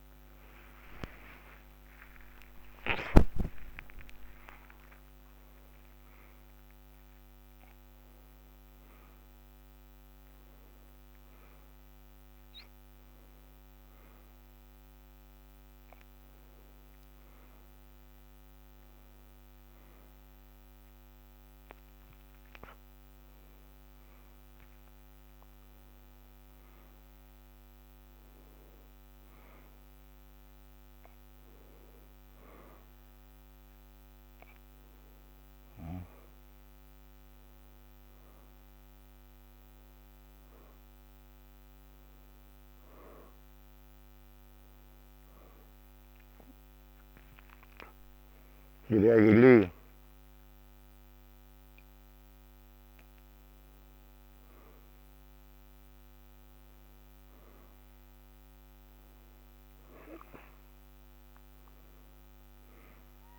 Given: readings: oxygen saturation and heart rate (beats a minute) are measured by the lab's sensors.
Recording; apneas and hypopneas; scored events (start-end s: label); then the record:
a person awake in a sleep study, by a microphone on the trachea; none
1.00-3.00 s: long interval between heartbeats (device-marked, heart rate 102 before, 66 extreme)
From the record:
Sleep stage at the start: awake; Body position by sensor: on the back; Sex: male